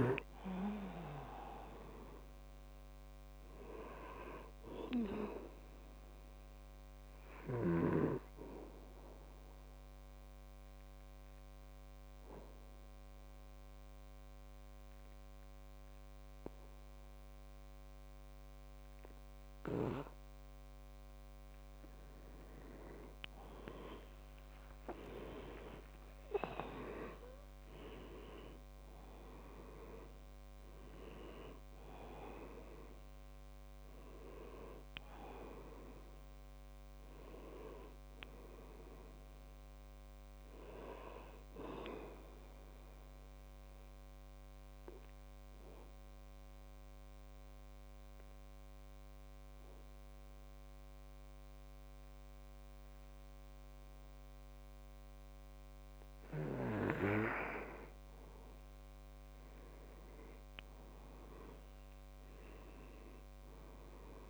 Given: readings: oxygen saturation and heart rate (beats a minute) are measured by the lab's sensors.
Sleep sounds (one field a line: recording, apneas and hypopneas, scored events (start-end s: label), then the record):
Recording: breathing in sleep by a microphone on the trachea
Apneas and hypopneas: 2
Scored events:
0.00-2.50 s: arousal
3.00-26.00 s: oxygen desaturation (device-marked, oxygen 97% before, 92% lowest, heart rate 68 before, 65 extreme)
8.00-22.50 s: obstructive apnea (oxygen 97% before, 92% lowest, heart rate 68 before, 65 extreme, up 37 after)
25.00-29.00 s: tachycardia (device-marked, heart rate 72 before, 101 extreme)
25.50-27.50 s: long interval between heartbeats (device-marked, heart rate 68 before, 80 extreme)
25.50-30.50 s: arousal
27.50-29.50 s: long interval between heartbeats (device-marked, heart rate 69 before, 100 extreme)
45.00-57.00 s: obstructive apnea (oxygen 98% before, 91% lowest, heart rate 82 before, 65 extreme, up 7 after)
59.00-62.00 s: arousal
From the record:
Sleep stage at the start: N2 (light sleep)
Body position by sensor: on the back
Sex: male